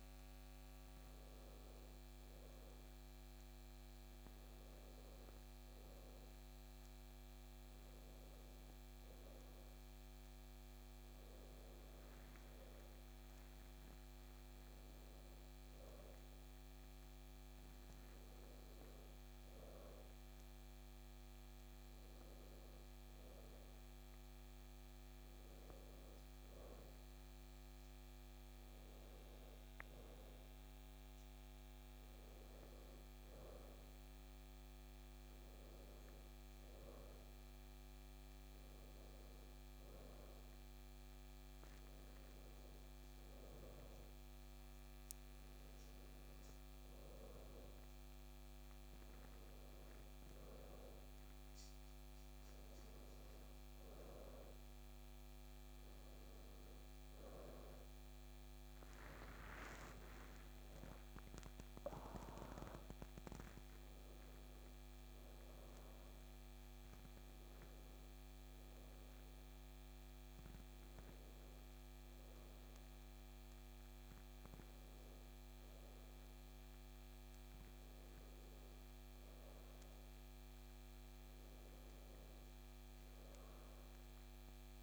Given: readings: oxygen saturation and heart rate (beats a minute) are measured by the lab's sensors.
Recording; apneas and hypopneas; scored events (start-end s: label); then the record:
breathing in sleep, hard to hear, by a microphone on the trachea; none
8.50-84.83 s: new sleep stage, N2 (light sleep)
From the record:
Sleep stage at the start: N1 (lightest sleep); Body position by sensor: on the back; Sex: male